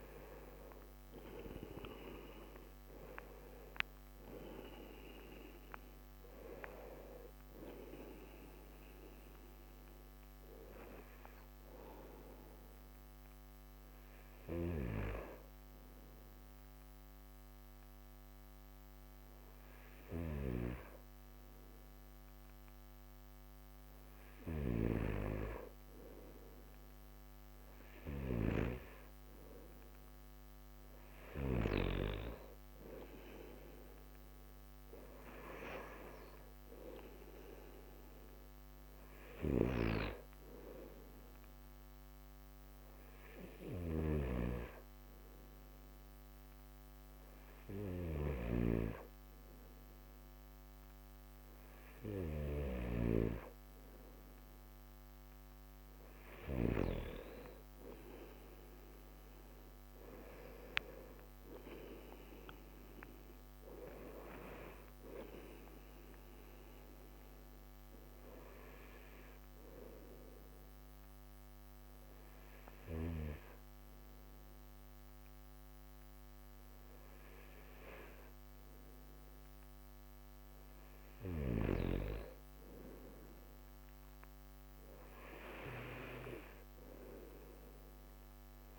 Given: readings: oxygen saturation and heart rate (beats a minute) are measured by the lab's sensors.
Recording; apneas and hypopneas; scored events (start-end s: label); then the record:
breathing in sleep by a microphone on the trachea; 3
3.50-7.50 s: arousal
12.50-24.50 s: hypopnea (oxygen 94% before, 91% lowest)
20.00-31.50 s: snoring (device-marked)
29.50-33.00 s: arousal
39.00-56.50 s: snoring (device-marked)
41.50-55.00 s: hypopnea (oxygen 95% before, 91% lowest)
60.00-63.00 s: arousal
61.50-83.50 s: oxygen desaturation (device-marked, oxygen 94% before, 91% lowest)
67.50-80.50 s: hypopnea (oxygen 94% before, 91% lowest)
82.00-85.00 s: arousal
From the record:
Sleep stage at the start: N2 (light sleep); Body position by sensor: on the right side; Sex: male